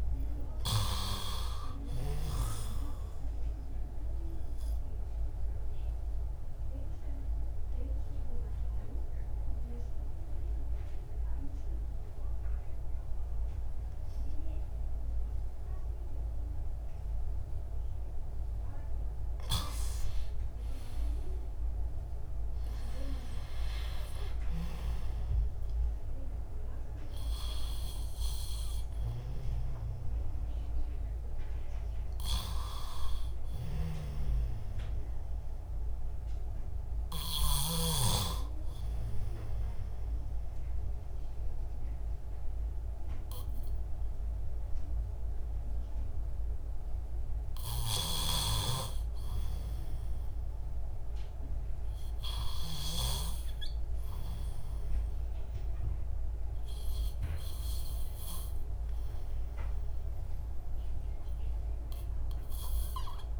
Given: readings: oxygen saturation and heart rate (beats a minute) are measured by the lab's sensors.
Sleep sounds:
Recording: breathing in sleep by a room microphone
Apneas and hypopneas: 2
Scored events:
4.50-18.50 s: mixed apnea (oxygen 98% before, 93% lowest)
6.50-21.50 s: oxygen desaturation (device-marked, oxygen 98% before, 93% lowest)
21.00-25.00 s: arousal
34.50-44.50 s: oxygen desaturation (device-marked, oxygen 97% before, 94% lowest, heart rate 30 before, 27 extreme)
38.50-49.50 s: obstructive apnea (oxygen 98% before, 92% lowest)
51.50-55.50 s: arousal
55.50-63.40 s: new sleep stage, N2 (light sleep)
From the record:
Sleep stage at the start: REM sleep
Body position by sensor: on the back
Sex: male

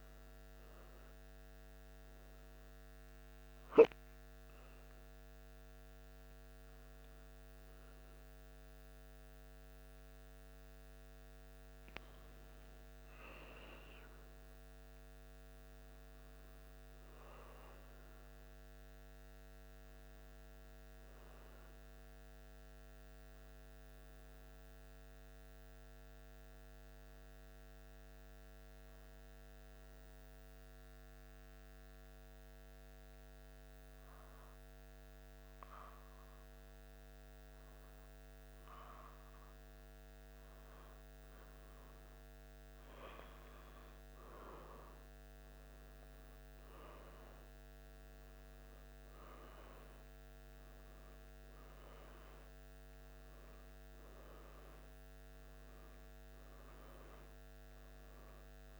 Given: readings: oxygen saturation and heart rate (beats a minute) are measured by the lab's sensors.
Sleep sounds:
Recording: breathing in sleep, hard to hear, by a microphone on the trachea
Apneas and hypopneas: 1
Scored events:
15.00-19.50 s: arousal
23.50-38.00 s: obstructive apnea (oxygen 95% before, 92% lowest, heart rate 76 before, 75 extreme, up 1 after)
34.50-49.50 s: oxygen desaturation (device-marked, oxygen 95% before, 92% lowest, heart rate 76 before, 74 extreme)
40.50-44.00 s: arousal
From the record:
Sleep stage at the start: N1 (lightest sleep)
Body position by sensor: on the back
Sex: male

